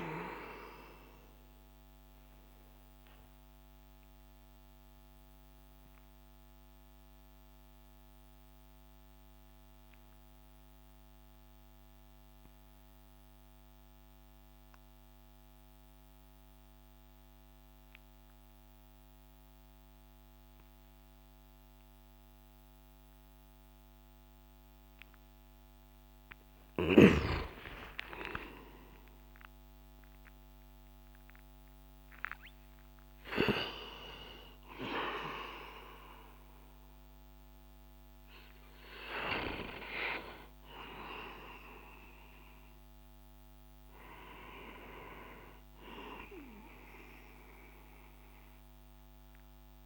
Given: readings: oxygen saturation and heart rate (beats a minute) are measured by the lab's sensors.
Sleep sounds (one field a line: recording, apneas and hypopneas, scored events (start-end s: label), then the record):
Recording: breathing in sleep by a microphone on the trachea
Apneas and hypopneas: 1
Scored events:
3.50-25.50 s: obstructive apnea (oxygen 98% before, 91% lowest)
20.50-30.50 s: oxygen desaturation (device-marked, oxygen 94% before, 91% lowest)
26.50-29.50 s: arousal
From the record:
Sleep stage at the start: N2 (light sleep)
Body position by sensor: on the back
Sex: male